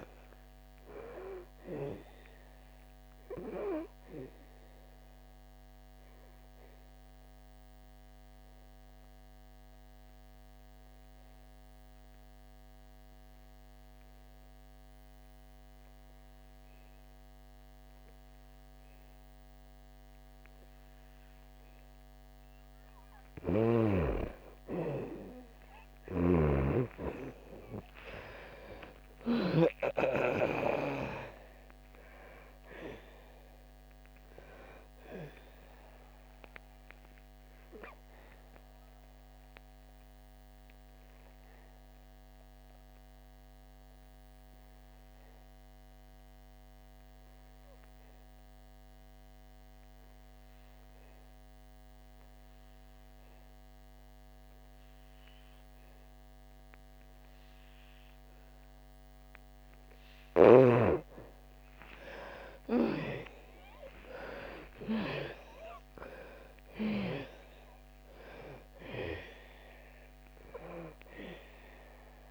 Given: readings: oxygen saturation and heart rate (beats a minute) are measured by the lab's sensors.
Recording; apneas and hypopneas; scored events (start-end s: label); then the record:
breathing in sleep by a microphone on the trachea; 2
0.00-18.00 s: oxygen desaturation (device-marked, oxygen 88% lowest, heart rate 55 extreme)
4.50-23.00 s: obstructive apnea (oxygen 98% before, 82% lowest, heart rate 64 before, 58 extreme, up 19 after)
23.00-29.50 s: snoring (device-marked)
25.00-52.00 s: oxygen desaturation (device-marked, oxygen 97% before, 84% lowest, heart rate 64 before, 59 extreme)
26.50-32.00 s: arousal
36.50-58.50 s: obstructive apnea (oxygen 97% before, 82% lowest, heart rate 66 before, 58 extreme, up 24 after)
57.00-72.31 s: oxygen desaturation (device-marked, oxygen 98% before, 82% lowest, heart rate 66 before, 57 extreme)
62.00-67.00 s: arousal
From the record:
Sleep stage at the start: N2 (light sleep); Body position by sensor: on the back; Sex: female